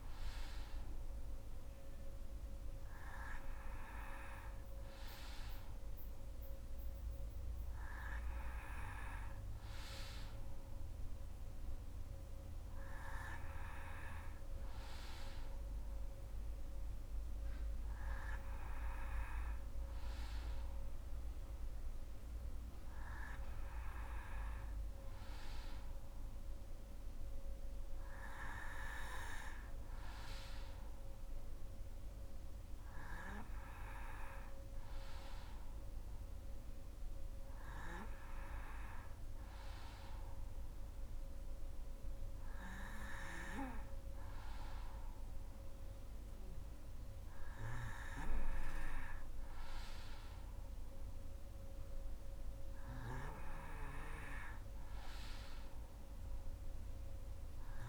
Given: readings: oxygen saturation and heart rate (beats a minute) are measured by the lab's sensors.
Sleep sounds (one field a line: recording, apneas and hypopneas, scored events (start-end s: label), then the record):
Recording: breathing in sleep by a room microphone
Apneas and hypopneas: none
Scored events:
none scored
From the record:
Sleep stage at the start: N2 (light sleep)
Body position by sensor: on the right side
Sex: female